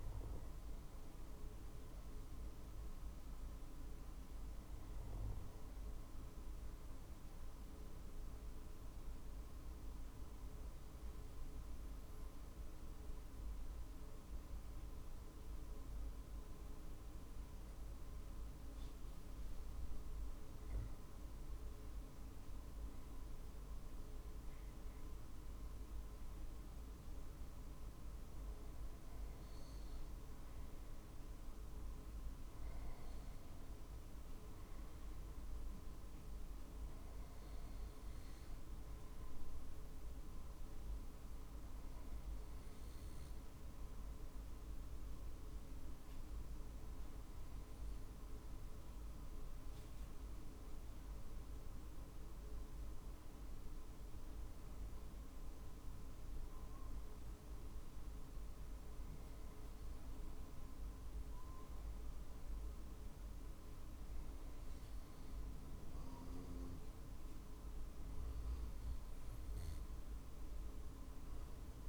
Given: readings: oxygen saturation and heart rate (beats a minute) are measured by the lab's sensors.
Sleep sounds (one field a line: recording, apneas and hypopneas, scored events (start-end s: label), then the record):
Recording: breathing in sleep, hard to hear, by a room microphone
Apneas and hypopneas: 1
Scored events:
0.00-5.00 s: drop in pulse transit time (device-marked, heart rate 48 extreme)
8.50-21.50 s: hypopnea (oxygen 96% before, 94% lowest, heart rate 49 before, 47 extreme, up 5 after)
24.00-27.00 s: arousal
24.00-41.00 s: drop in pulse transit time (device-marked, heart rate 48 before, 50 extreme)
From the record:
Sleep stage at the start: N2 (light sleep)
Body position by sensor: on the right side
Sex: male